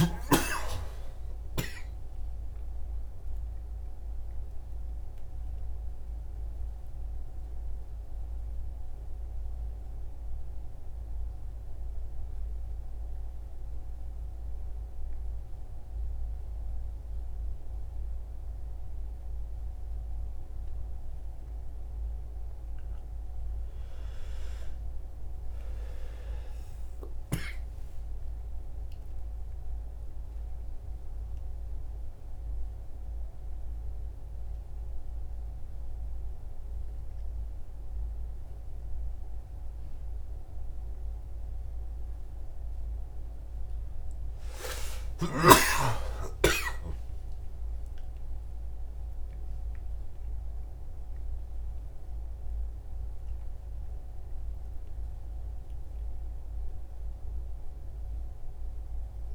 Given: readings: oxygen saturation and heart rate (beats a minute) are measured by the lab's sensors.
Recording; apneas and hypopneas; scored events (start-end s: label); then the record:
a person awake in a sleep study, by a room microphone; none
none scored
From the record:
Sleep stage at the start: awake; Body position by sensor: on the right side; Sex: male